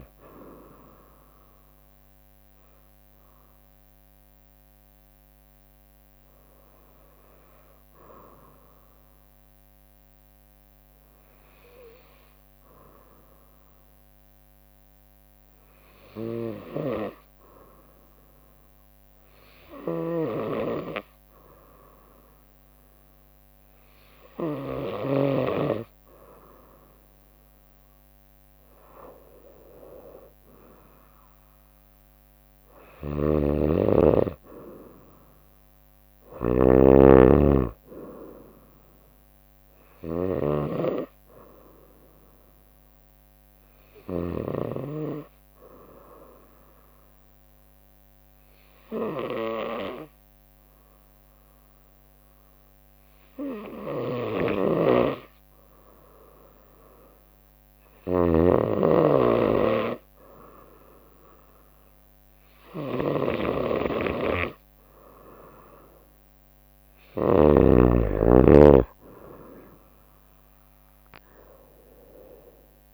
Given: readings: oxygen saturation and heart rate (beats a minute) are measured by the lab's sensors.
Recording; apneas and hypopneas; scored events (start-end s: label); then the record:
breathing in sleep by a microphone on the trachea; 2
0.00-6.50 s: drop in pulse transit time (device-marked, heart rate 65 extreme)
9.00-26.00 s: hypopnea (oxygen 96% before, 92% lowest, heart rate 67 before, 64 extreme, up 1 after)
16.00-25.00 s: snoring (device-marked)
26.50-40.50 s: drop in pulse transit time (device-marked, heart rate 65 before, 64 extreme)
29.00-33.50 s: arousal
30.50-52.50 s: oxygen desaturation (device-marked, oxygen 98% before, 93% lowest, heart rate 66 before, 64 extreme)
33.00-44.50 s: snoring (device-marked)
43.50-67.00 s: hypopnea (oxygen 98% before, 92% lowest, heart rate 66 before, 64 extreme, up 3 after)
54.00-67.50 s: snoring (device-marked)
62.50-72.93 s: oxygen desaturation (device-marked, oxygen 96% before, 92% lowest, heart rate 65 before, 63 extreme)
69.50-72.93 s: arousal
70.50-72.93 s: drop in pulse transit time (device-marked, heart rate 65 before, 65 extreme)
From the record:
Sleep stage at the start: N2 (light sleep); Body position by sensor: on the right side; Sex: female